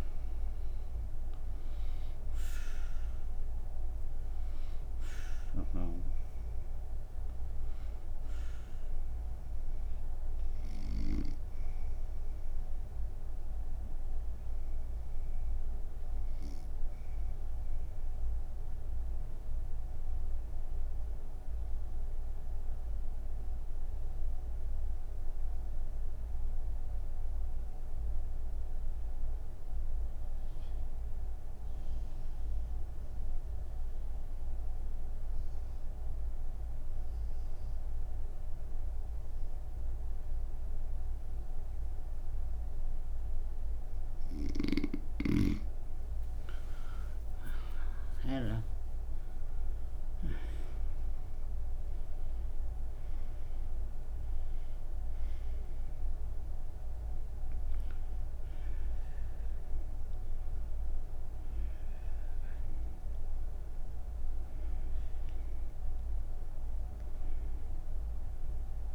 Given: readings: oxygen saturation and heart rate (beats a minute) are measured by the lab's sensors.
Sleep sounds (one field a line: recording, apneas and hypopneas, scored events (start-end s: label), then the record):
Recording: breathing in sleep by a room microphone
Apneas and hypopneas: none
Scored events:
0.00-26.50 s: oxygen desaturation (device-marked, oxygen 88% lowest)
35.50-68.95 s: new sleep stage, N1 (lightest sleep)
43.50-68.95 s: oxygen desaturation (device-marked, oxygen 98% before, 83% lowest)
From the record:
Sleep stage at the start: N2 (light sleep)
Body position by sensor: on the right side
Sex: female